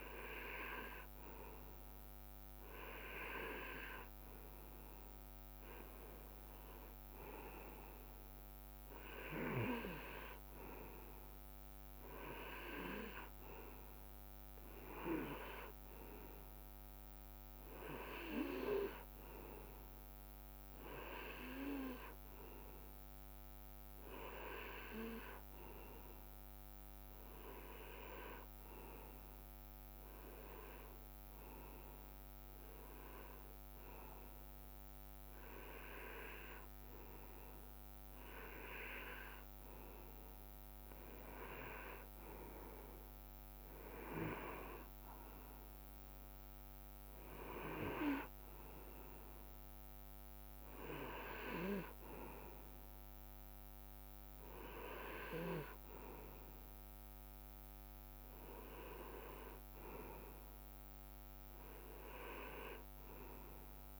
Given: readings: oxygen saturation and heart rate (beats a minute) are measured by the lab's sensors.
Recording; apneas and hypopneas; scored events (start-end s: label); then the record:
breathing in sleep by a microphone on the trachea; none
22.00-64.00 s: new sleep stage, N2 (light sleep)
From the record:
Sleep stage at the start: REM sleep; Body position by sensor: on the right side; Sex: male